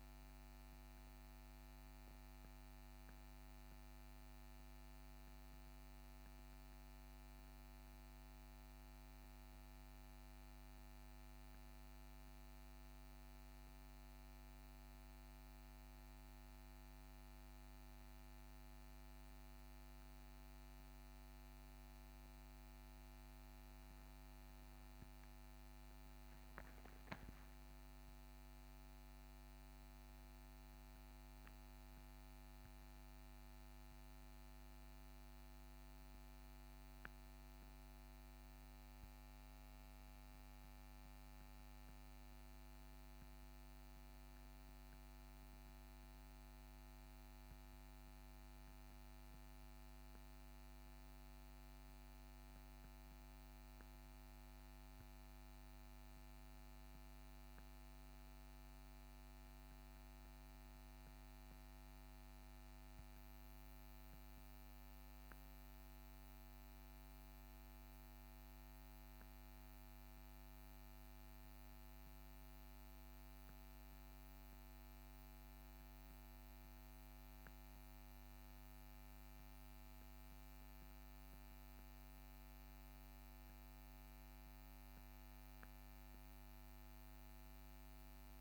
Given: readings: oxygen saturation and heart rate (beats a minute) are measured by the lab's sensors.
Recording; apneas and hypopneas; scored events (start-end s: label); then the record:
a person awake in a sleep study, hard to hear, by a microphone on the trachea; none
none scored
From the record:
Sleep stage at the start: awake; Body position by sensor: on the back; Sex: male